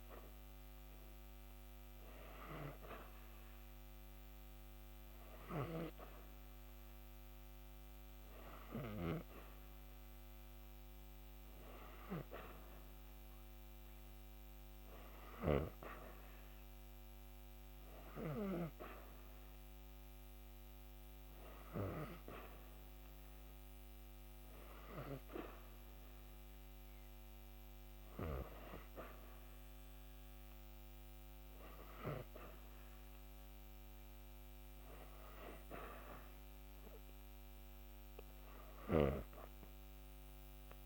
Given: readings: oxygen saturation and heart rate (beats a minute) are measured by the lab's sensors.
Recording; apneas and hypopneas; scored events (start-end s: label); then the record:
breathing in sleep by a microphone on the trachea; none
0.00-1.50 s: arousal
37.00-40.50 s: arousal
From the record:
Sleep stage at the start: REM sleep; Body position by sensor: on the back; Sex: female